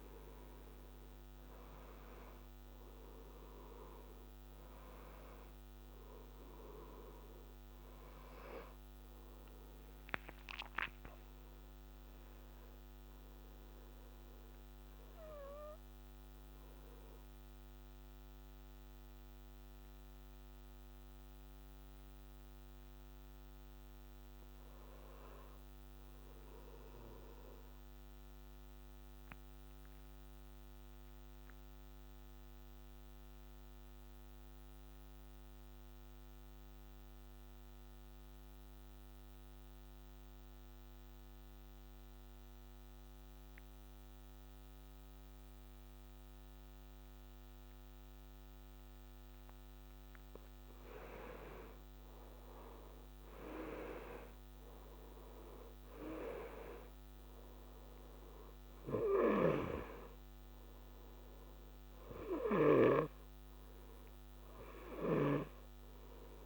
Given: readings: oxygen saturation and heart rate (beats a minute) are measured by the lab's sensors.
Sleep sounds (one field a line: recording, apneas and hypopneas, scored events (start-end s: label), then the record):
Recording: breathing in sleep by a microphone on the trachea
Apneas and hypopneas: 1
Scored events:
0.00-23.00 s: oxygen desaturation (device-marked, oxygen 87% lowest, heart rate 60 extreme)
23.50-26.50 s: arousal
28.00-48.50 s: obstructive apnea (oxygen 99% before, 86% lowest, heart rate 68 before, 61 extreme, up 8 after)
46.00-66.46 s: oxygen desaturation (device-marked, oxygen 97% before, 86% lowest, heart rate 63 before, 60 extreme)
50.50-55.50 s: arousal
From the record:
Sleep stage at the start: N2 (light sleep)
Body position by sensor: on the back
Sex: male